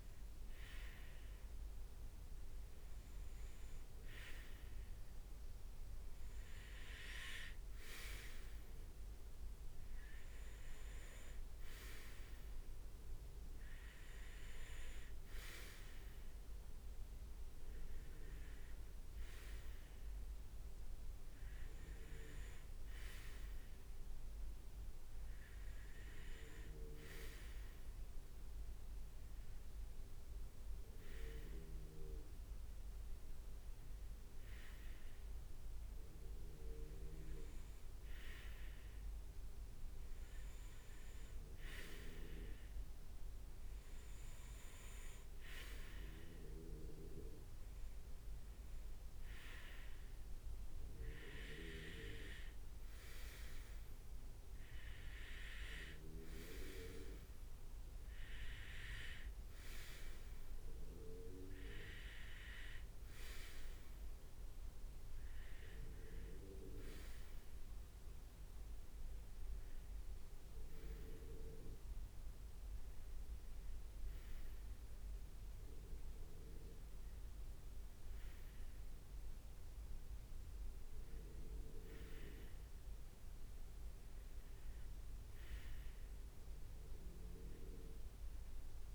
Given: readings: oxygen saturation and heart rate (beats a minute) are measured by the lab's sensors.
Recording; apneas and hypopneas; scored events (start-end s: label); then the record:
breathing in sleep by a room microphone; none
none scored
From the record:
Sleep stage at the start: REM sleep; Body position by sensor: on the right side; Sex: male